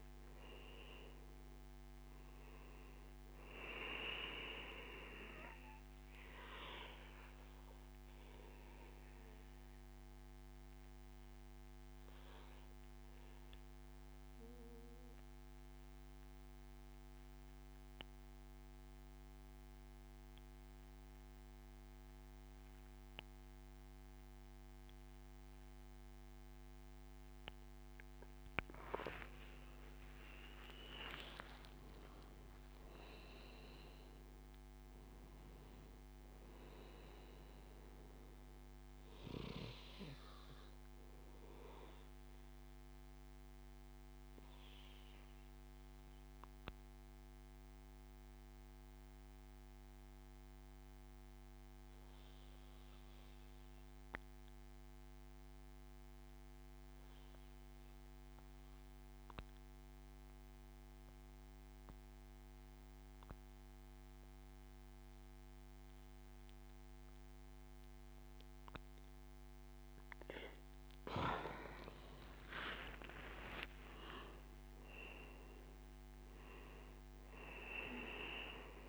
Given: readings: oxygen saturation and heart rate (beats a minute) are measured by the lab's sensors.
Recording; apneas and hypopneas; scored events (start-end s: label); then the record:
breathing in sleep by a microphone on the trachea; 2
0.00-1.50 s: arousal
0.00-18.00 s: oxygen desaturation (device-marked, oxygen 91% lowest, heart rate 74 extreme)
8.00-27.50 s: obstructive apnea (oxygen 98% before, 91% lowest, heart rate 82 before, 73 extreme, up 11 after)
29.50-33.00 s: arousal
32.00-51.00 s: oxygen desaturation (device-marked, oxygen 98% before, 93% lowest, heart rate 80 before, 72 extreme)
41.50-68.50 s: obstructive apnea (oxygen 98% before, 91% lowest, heart rate 82 before, 69 extreme, up 14 after)
66.00-78.88 s: oxygen desaturation (device-marked, oxygen 98% before, 91% lowest, heart rate 75 before, 69 extreme)
71.50-75.50 s: arousal
From the record:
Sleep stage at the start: N2 (light sleep); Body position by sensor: on the back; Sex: male